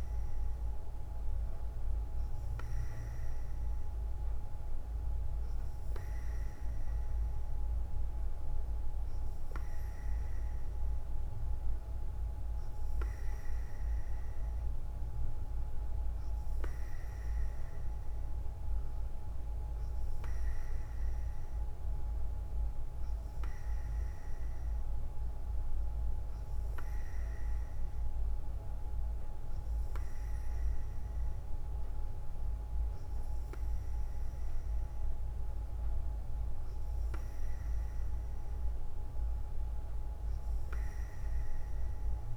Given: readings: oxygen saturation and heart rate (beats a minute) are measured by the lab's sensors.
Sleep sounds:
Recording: breathing in sleep, hard to hear, by a room microphone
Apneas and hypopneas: none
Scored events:
none scored
From the record:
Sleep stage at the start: N3 (deep sleep)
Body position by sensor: on the front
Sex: female

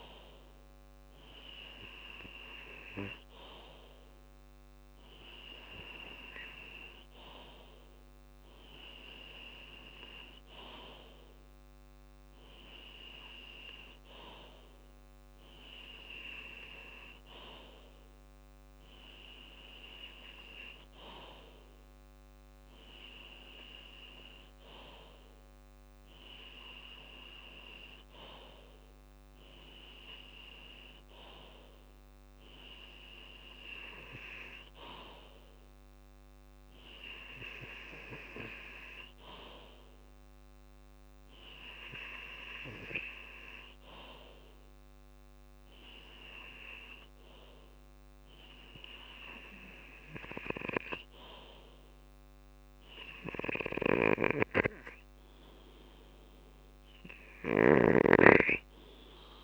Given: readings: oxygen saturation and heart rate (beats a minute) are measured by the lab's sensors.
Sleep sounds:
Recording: breathing in sleep by a microphone on the trachea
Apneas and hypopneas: 1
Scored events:
0.00-21.00 s: drop in pulse transit time (device-marked, heart rate 59 extreme)
10.00-13.00 s: bradycardia (device-marked, heart rate 67 before, 60 extreme)
16.00-54.50 s: hypopnea (oxygen 95% before, 89% lowest, heart rate 63 before, 60 extreme, up 11 after)
56.50-59.44 s: arousal
56.50-59.44 s: snoring (device-marked)
From the record:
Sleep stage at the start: N2 (light sleep)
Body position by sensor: on the left side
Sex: male

